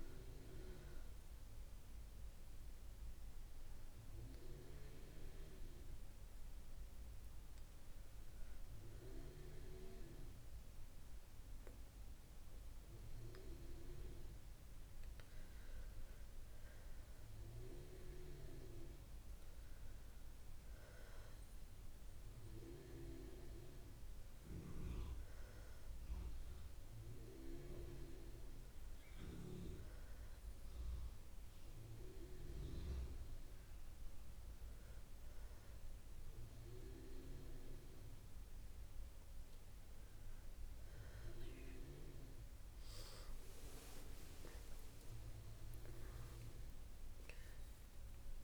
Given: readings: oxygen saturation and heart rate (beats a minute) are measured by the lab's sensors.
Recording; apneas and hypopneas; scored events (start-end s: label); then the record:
breathing in sleep by a room microphone; none
43.50-48.00 s: arousal
From the record:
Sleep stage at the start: REM sleep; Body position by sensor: on the back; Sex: female